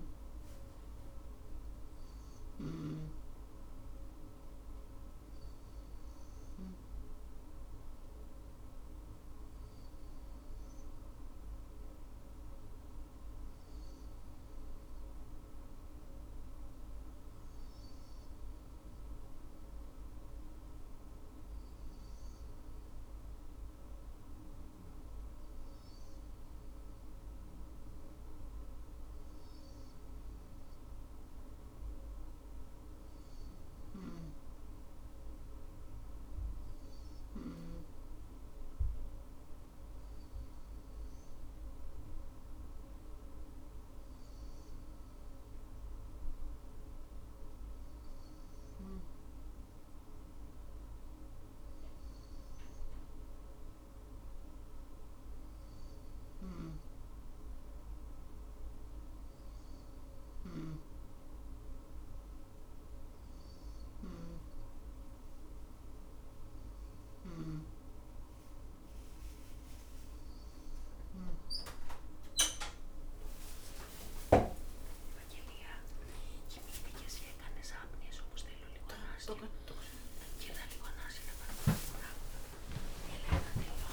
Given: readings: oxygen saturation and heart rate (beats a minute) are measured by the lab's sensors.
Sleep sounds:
breathing in sleep by a room microphone; none
77.50-83.92 s: new sleep stage, awake
From the record:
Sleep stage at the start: N2 (light sleep); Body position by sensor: on the right side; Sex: female

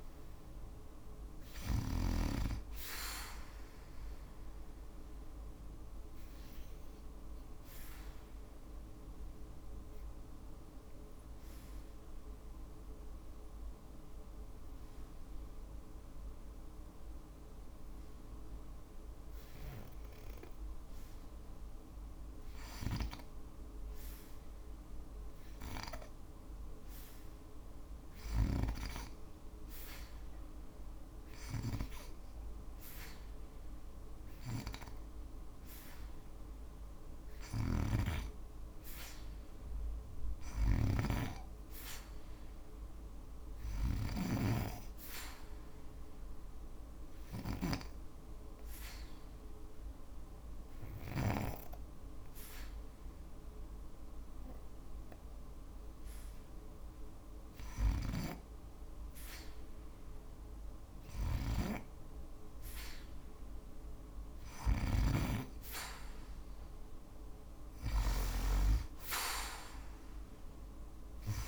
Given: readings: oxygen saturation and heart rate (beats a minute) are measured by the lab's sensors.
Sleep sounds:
breathing in sleep by a room microphone; 2
2.00-19.00 s: obstructive apnea (oxygen 90% before, 85% lowest, heart rate 65 before, 58 extreme, up 1 after)
25.00-28.50 s: arousal
28.00-50.00 s: oxygen desaturation (device-marked, oxygen 98% before, 85% lowest, heart rate 59 before, 61 extreme)
36.50-47.00 s: snoring (device-marked)
44.00-56.50 s: obstructive apnea (oxygen 98% before, 85% lowest, heart rate 61 before, 61 extreme, up 0 after)
59.50-62.50 s: arousal
69.00-71.48 s: oxygen desaturation (device-marked, oxygen 90% before, 85% lowest, heart rate 61 before, 58 extreme)
From the record:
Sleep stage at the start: N2 (light sleep); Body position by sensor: on the back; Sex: female

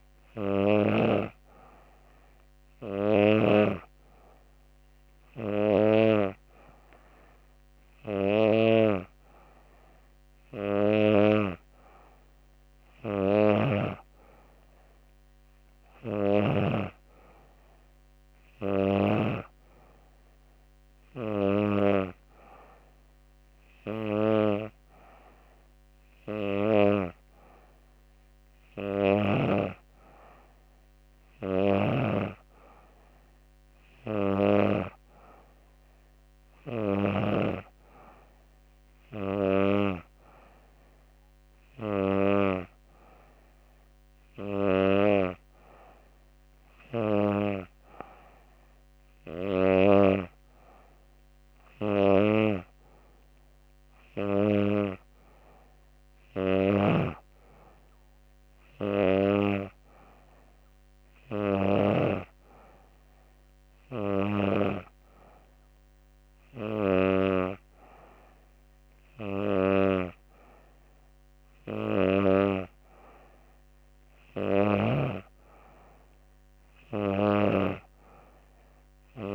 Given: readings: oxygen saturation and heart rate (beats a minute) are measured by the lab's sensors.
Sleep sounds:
breathing in sleep by a microphone on the trachea; none
none scored
From the record:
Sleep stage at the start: N2 (light sleep); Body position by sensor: on the back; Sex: female

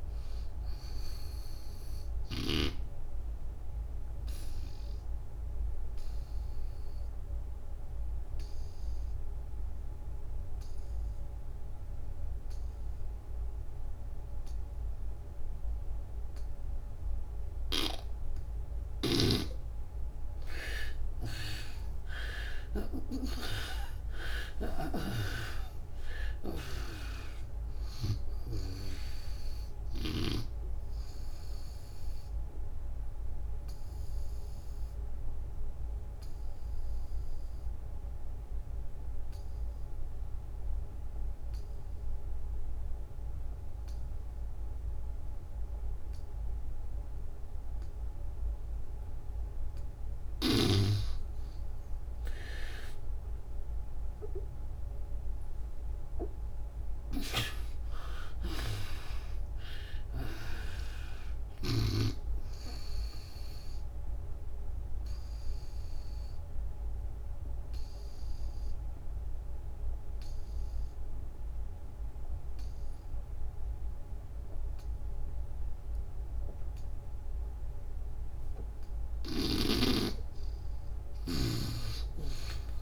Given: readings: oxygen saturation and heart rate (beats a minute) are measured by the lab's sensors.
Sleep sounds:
breathing in sleep by a room microphone; 3
0.00-19.00 s: oxygen desaturation (device-marked, oxygen 75% lowest, heart rate 62 extreme)
3.00-18.50 s: obstructive apnea (oxygen 97% before, 75% lowest, heart rate 81 before, 62 extreme)
20.50-25.50 s: arousal
21.00-43.00 s: oxygen desaturation (device-marked, oxygen 98% before, 79% lowest, heart rate 75 before, 62 extreme)
31.00-50.00 s: obstructive apnea (oxygen 98% before, 78% lowest, heart rate 100 before, 62 extreme, up 46 after)
52.50-58.00 s: arousal
54.00-74.00 s: oxygen desaturation (device-marked, oxygen 98% before, 78% lowest, heart rate 69 before, 62 extreme)
56.50-61.50 s: snoring (device-marked)
63.00-78.50 s: obstructive apnea (oxygen 98% before, 74% lowest, heart rate 84 before, 62 extreme, up 26 after)
79.00-82.82 s: snoring (device-marked)
80.50-82.82 s: arousal
From the record:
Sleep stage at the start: N2 (light sleep); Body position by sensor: on the back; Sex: female

